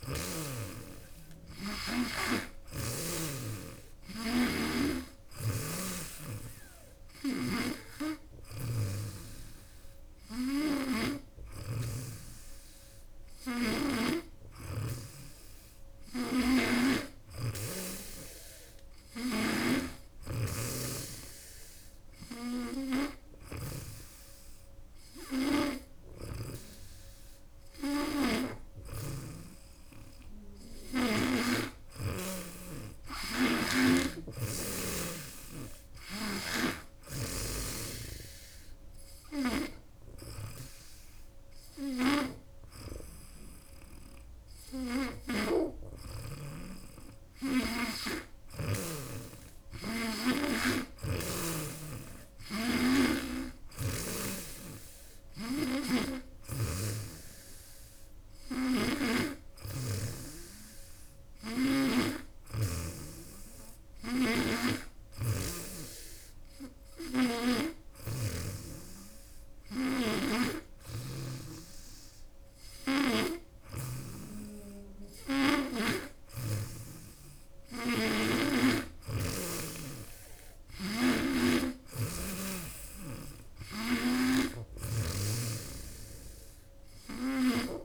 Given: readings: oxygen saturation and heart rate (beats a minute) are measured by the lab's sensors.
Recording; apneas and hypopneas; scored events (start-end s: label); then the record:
breathing in sleep by a room microphone; none
0.00-2.00 s: snoring (device-marked)
4.00-11.50 s: snoring (device-marked)
18.50-31.00 s: snoring (device-marked)
19.00-87.85 s: new sleep stage, N3 (deep sleep)
33.00-45.00 s: snoring (device-marked)
52.00-59.50 s: snoring (device-marked)
64.00-71.00 s: snoring (device-marked)
73.00-76.50 s: snoring (device-marked)
83.50-87.85 s: snoring (device-marked)
From the record:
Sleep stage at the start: N2 (light sleep); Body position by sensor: on the back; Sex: female